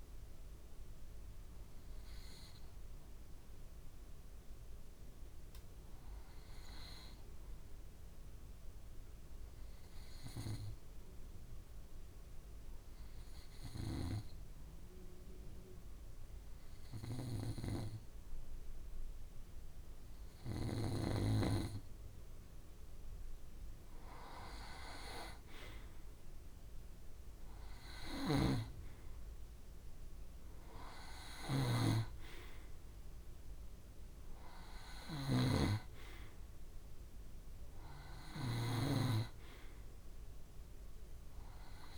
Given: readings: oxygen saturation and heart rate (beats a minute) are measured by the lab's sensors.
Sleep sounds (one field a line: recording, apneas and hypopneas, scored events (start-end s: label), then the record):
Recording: breathing in sleep by a room microphone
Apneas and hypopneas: 1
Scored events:
1.00-21.50 s: obstructive apnea (oxygen 97% before, 91% lowest, heart rate 65 before, 65 extreme, up 1 after)
15.50-41.98 s: oxygen desaturation (device-marked, oxygen 97% before, 91% lowest, heart rate 66 before, 65 extreme)
23.50-26.00 s: arousal
31.00-41.98 s: snoring (device-marked)
From the record:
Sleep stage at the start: N2 (light sleep)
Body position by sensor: on the back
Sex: male